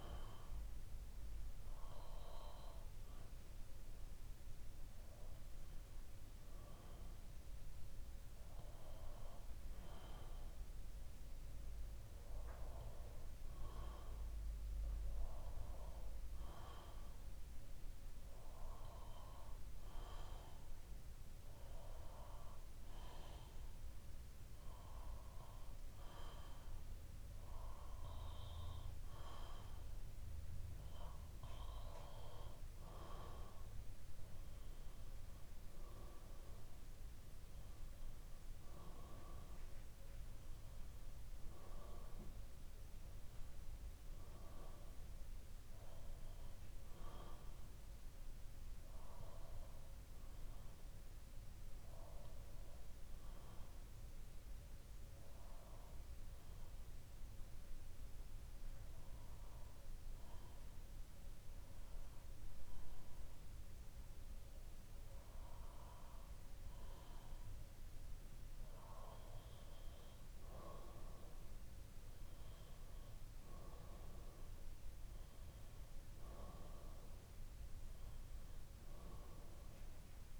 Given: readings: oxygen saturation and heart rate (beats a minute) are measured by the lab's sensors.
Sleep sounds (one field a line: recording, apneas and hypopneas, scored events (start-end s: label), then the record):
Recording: breathing in sleep by a room microphone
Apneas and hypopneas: 2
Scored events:
10.00-13.00 s: bradycardia (device-marked, heart rate 64 before, 60 extreme)
14.50-30.00 s: obstructive apnea (oxygen 96% before, 93% lowest, heart rate 62 before, 60 extreme, up 5 after)
33.50-37.00 s: arousal
48.00-66.50 s: obstructive apnea (oxygen 95% before, 93% lowest, heart rate 65 before, 59 extreme, up 10 after)
54.00-62.00 s: bradycardia (device-marked, heart rate 64 before, 59 extreme)
70.00-74.50 s: arousal
From the record:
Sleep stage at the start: N2 (light sleep)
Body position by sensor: on the back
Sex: male